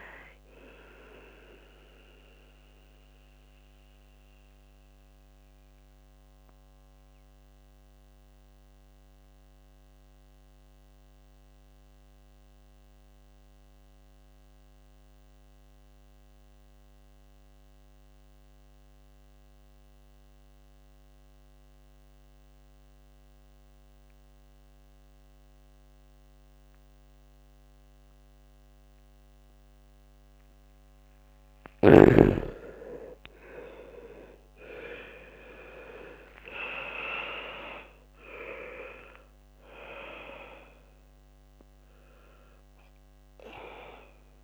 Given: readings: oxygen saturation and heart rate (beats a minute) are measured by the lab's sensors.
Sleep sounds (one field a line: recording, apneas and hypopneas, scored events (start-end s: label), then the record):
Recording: breathing in sleep by a microphone on the trachea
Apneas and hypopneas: 1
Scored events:
0.00-22.00 s: oxygen desaturation (device-marked, oxygen 75% lowest, heart rate 63 extreme)
3.00-29.50 s: mixed apnea (oxygen 99% before, 75% lowest, heart rate 67 before, 64 extreme, up 50 after)
31.00-44.44 s: oxygen desaturation (device-marked, oxygen 99% before, 75% lowest, heart rate 68 before, 60 extreme)
34.00-38.00 s: arousal
35.00-37.00 s: long interval between heartbeats (device-marked, heart rate 68 before, 79 extreme)
38.00-40.00 s: long interval between heartbeats (device-marked, heart rate 73 before, 122 extreme)
From the record:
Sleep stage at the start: N2 (light sleep)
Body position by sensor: on the back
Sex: male